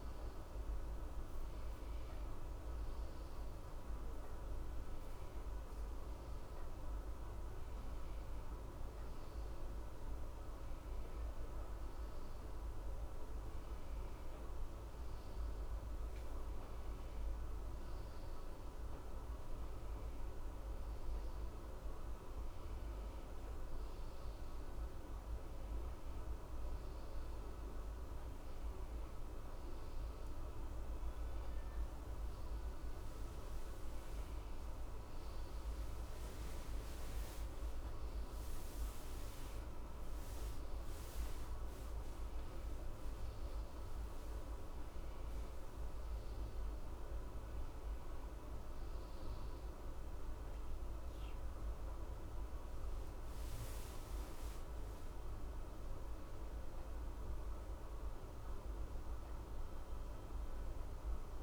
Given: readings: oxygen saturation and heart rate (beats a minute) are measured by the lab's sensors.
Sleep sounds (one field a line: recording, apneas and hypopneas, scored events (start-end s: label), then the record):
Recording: breathing in sleep, hard to hear, by a room microphone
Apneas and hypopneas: none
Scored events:
39.00-42.00 s: arousal
From the record:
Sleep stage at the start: N2 (light sleep)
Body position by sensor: on the left side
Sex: male